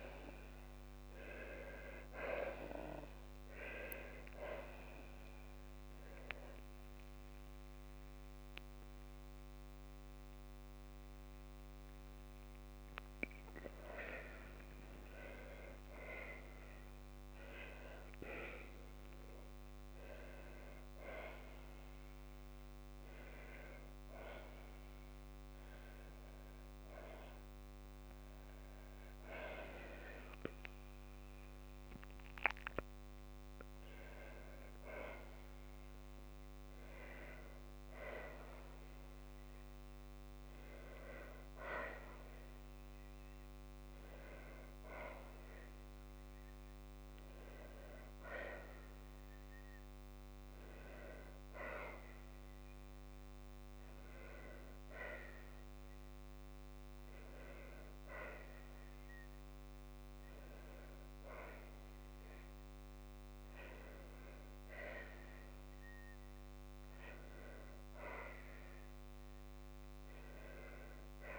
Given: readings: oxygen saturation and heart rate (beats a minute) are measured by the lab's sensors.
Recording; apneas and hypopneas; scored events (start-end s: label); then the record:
breathing in sleep by a microphone on the trachea; none
2.00-4.00 s: long interval between heartbeats (device-marked, heart rate 58 before, 70 extreme)
6.00-10.50 s: arousal
11.00-13.00 s: long interval between heartbeats (device-marked, heart rate 71 before, 85 extreme)
11.00-13.00 s: tachycardia (device-marked, heart rate 64 before, 90 extreme)
13.00-15.00 s: long interval between heartbeats (device-marked, heart rate 74 before, 99 extreme)
14.00-17.00 s: tachycardia (device-marked, heart rate 65 before, 106 extreme)
14.00-71.38 s: new sleep stage, N1 (lightest sleep)
17.50-19.50 s: long interval between heartbeats (device-marked, heart rate 83 before, 103 extreme)
33.50-35.50 s: long interval between heartbeats (device-marked, heart rate 81 before, 76 extreme)
From the record:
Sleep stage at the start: N2 (light sleep); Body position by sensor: on the back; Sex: female